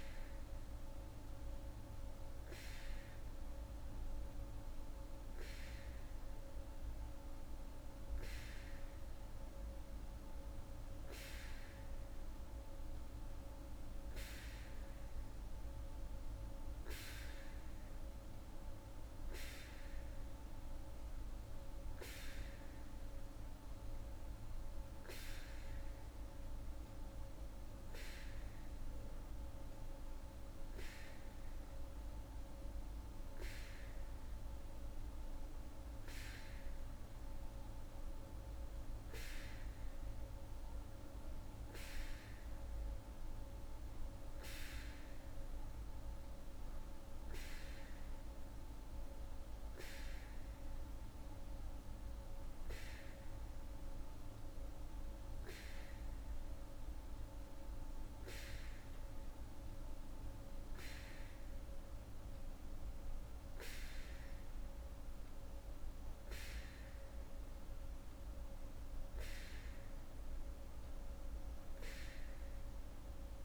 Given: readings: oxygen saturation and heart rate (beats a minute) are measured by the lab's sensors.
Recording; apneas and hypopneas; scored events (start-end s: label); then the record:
breathing in sleep, hard to hear, by a room microphone; none
none scored
From the record:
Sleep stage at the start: N3 (deep sleep); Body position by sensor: on the back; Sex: female